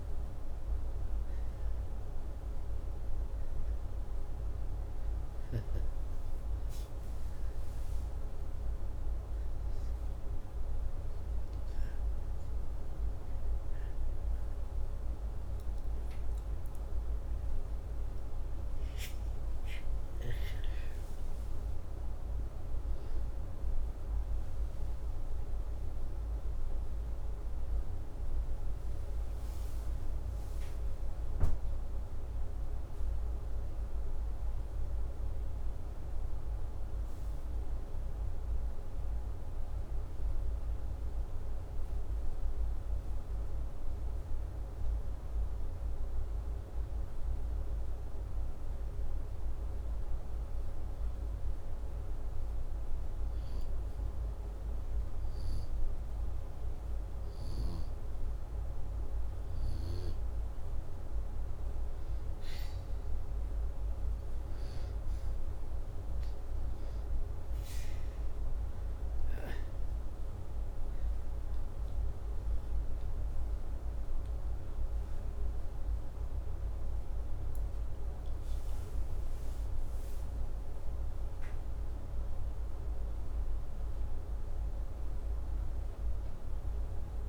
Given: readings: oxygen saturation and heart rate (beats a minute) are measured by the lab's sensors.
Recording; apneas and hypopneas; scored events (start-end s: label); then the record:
breathing in sleep, hard to hear, by a room microphone; 2
20.00-27.00 s: arousal
44.50-55.00 s: hypopnea (oxygen 97% before, 95% lowest, heart rate 85 before, 79 extreme, up 2 after)
57.50-61.00 s: arousal
69.50-79.50 s: hypopnea (oxygen 97% before, 95% lowest, heart rate 82 before, 83 extreme, up 5 after)
80.00-83.00 s: arousal
From the record:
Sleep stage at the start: N2 (light sleep); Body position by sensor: upright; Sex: male